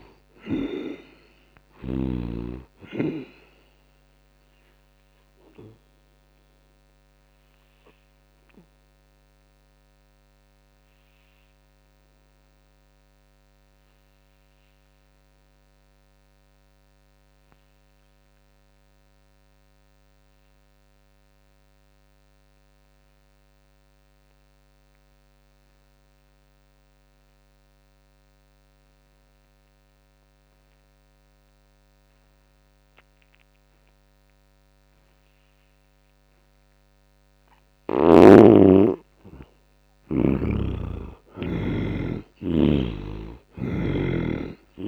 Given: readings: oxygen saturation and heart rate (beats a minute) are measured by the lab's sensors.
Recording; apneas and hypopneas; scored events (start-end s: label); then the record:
breathing in sleep by a microphone on the trachea; 1
0.00-1.50 s: snoring (device-marked)
0.00-20.50 s: oxygen desaturation (device-marked, oxygen 68% lowest, heart rate 57 extreme)
4.00-36.00 s: obstructive apnea (heart rate 66 before, 70 extreme, up 7 after)
22.50-44.88 s: oxygen desaturation (device-marked, oxygen 98% before, 68% lowest)
38.00-40.50 s: arousal
From the record:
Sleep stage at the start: N2 (light sleep); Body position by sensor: on the back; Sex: male